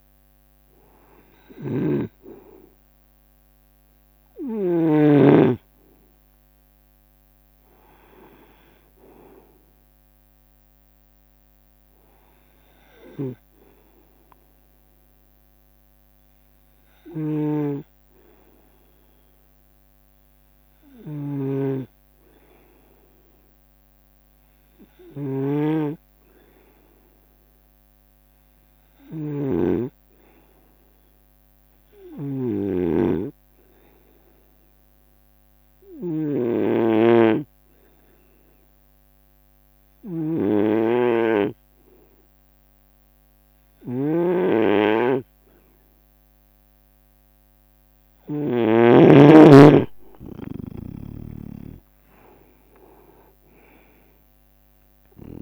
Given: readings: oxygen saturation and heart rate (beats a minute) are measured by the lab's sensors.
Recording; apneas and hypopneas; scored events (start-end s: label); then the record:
breathing in sleep by a microphone on the trachea; 1
0.00-1.50 s: leg movement (device-marked)
0.00-18.50 s: oxygen desaturation (device-marked, oxygen 93% lowest, heart rate 70 extreme)
2.00-5.50 s: snoring (device-marked)
13.50-49.00 s: snoring (device-marked)
18.00-22.00 s: arousal
26.00-47.00 s: hypopnea (oxygen 96% before, 90% lowest, heart rate 73 before, 71 extreme, up 3 after)
39.00-40.50 s: leg movement (device-marked)
51.00-55.41 s: arousal
51.00-55.41 s: snoring (device-marked)
51.50-55.41 s: drop in pulse transit time (device-marked, heart rate 72 before, 72 extreme)
52.50-55.41 s: oxygen desaturation (device-marked, oxygen 94% before, 90% lowest, heart rate 72 before, 70 extreme)
From the record:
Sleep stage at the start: N2 (light sleep); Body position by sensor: on the right side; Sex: male